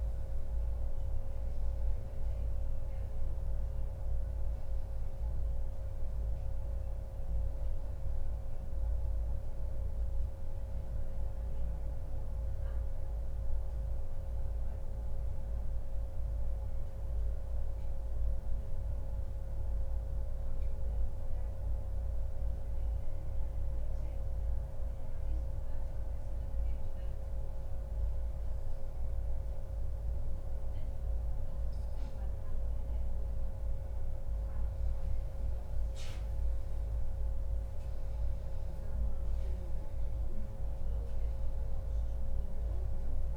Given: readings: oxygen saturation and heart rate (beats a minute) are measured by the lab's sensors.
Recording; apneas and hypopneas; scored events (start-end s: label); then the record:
breathing in sleep, hard to hear, by a room microphone; 1
16.50-31.00 s: hypopnea (oxygen 96% before, 94% lowest, heart rate 146 before, 107 extreme, up 0 after)
33.00-37.00 s: arousal
From the record:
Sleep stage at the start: N2 (light sleep); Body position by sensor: on the back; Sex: male